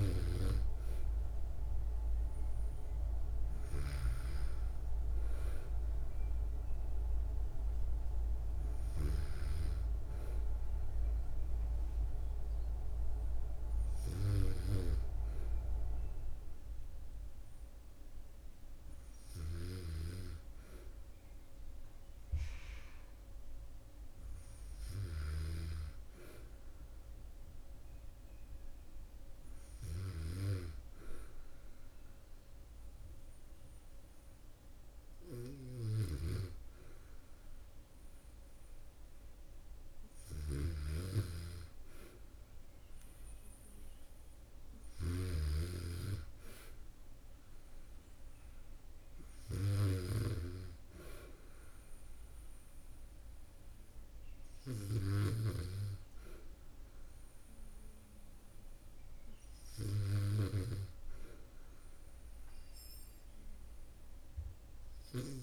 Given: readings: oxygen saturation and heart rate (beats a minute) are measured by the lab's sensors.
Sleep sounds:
breathing in sleep by a room microphone; none
none scored
From the record:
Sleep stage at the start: N2 (light sleep); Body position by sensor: on the back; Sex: female

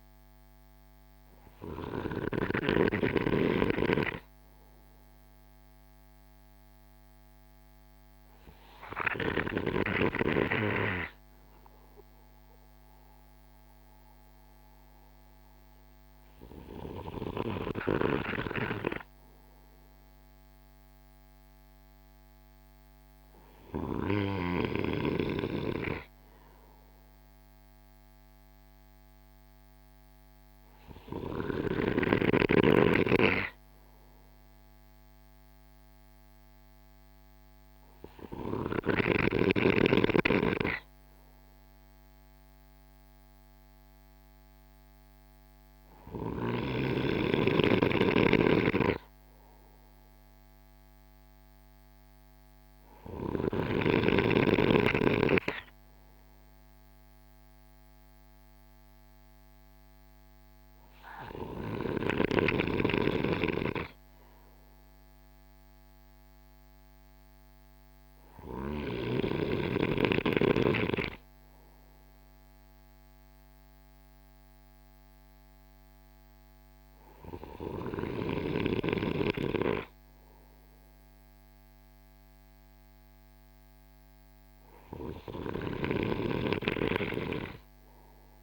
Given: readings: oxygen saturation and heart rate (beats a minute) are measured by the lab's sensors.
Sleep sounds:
breathing in sleep by a microphone on the trachea; none
47.50-52.50 s: snoring (device-marked)
From the record:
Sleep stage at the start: N2 (light sleep); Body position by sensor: on the right side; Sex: male

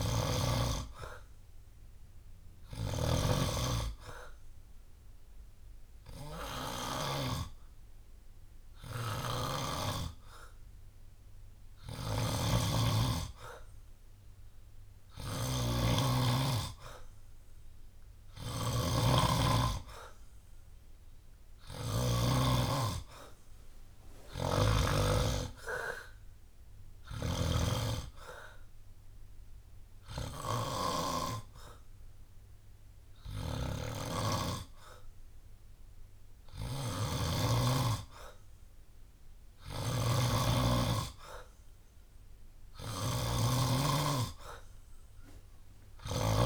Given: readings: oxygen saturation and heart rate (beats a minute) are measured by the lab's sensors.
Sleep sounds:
breathing in sleep by a room microphone; none
0.00-3.00 s: snoring (device-marked)
11.50-22.00 s: snoring (device-marked)
24.00-46.46 s: snoring (device-marked)
From the record:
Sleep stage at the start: N2 (light sleep); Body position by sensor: on the back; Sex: male

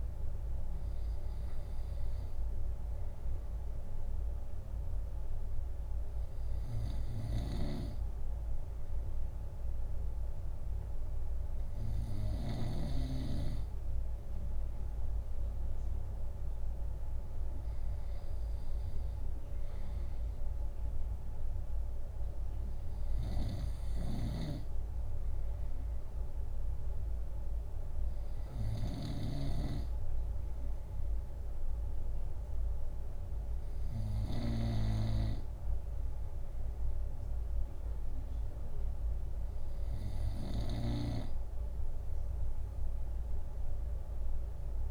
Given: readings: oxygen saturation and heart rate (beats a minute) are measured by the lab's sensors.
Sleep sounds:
breathing in sleep by a room microphone; none
6.50-12.50 s: snoring (device-marked)
23.00-44.91 s: snoring (device-marked)
From the record:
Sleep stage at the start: N2 (light sleep); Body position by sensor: on the right side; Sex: male

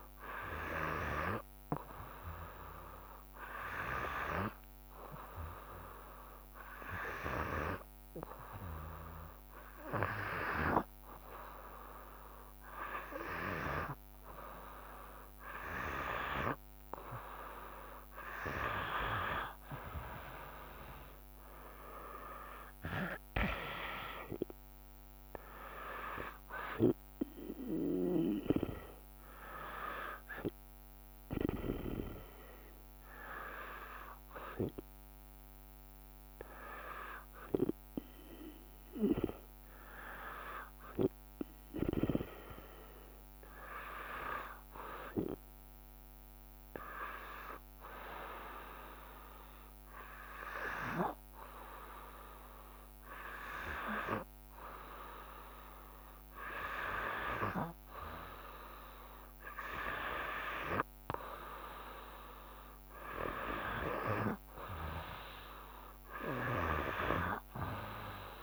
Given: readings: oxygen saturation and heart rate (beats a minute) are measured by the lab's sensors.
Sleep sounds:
breathing in sleep by a microphone on the trachea; 1
2.50-15.00 s: hypopnea (oxygen 96% before, 93% lowest, heart rate 57 before, 48 extreme, up 14 after)
19.50-31.50 s: drop in pulse transit time (device-marked, heart rate 55 before, 56 extreme)
23.50-27.00 s: arousal
From the record:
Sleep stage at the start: N2 (light sleep); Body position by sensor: on the back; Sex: female

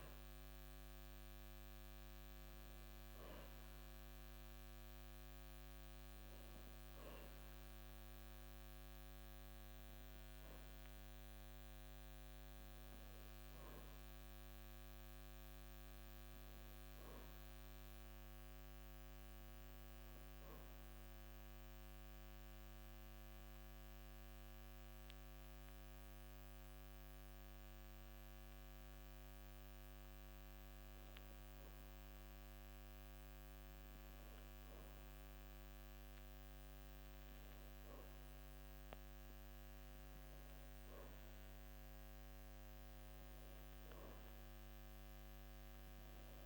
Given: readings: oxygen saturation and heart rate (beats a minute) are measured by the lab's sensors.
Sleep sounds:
a person partly awake in a sleep study, hard to hear, by a microphone on the trachea; 1
5.50-46.46 s: new sleep stage, N2 (light sleep)
20.50-30.50 s: obstructive apnea (oxygen 96% before, 93% lowest)
33.50-37.00 s: arousal
43.50-46.46 s: oxygen desaturation (device-marked, oxygen 96% before, 93% lowest)
From the record:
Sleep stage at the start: awake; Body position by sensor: on the back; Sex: male

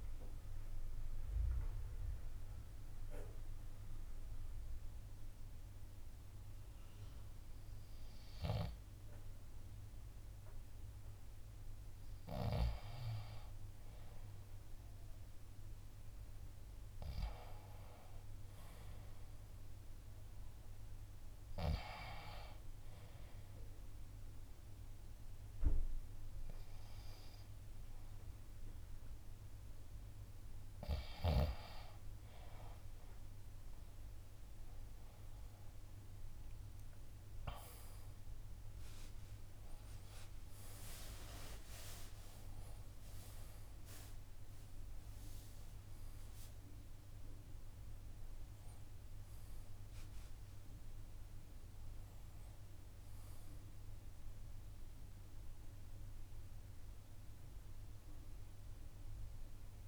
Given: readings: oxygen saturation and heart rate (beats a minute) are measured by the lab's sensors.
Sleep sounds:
breathing in sleep by a room microphone; 2
3.00-14.00 s: obstructive apnea (oxygen 94% before, 88% lowest)
5.00-16.00 s: oxygen desaturation (device-marked, oxygen 94% before, 88% lowest)
16.50-19.00 s: arousal
17.00-23.00 s: drop in pulse transit time (device-marked)
22.50-34.50 s: hypopnea (oxygen 95% before, 88% lowest)
23.00-40.00 s: oxygen desaturation (device-marked, oxygen 95% before, 88% lowest)
36.50-42.00 s: arousal
From the record:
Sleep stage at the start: N2 (light sleep); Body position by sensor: on the left side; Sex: male

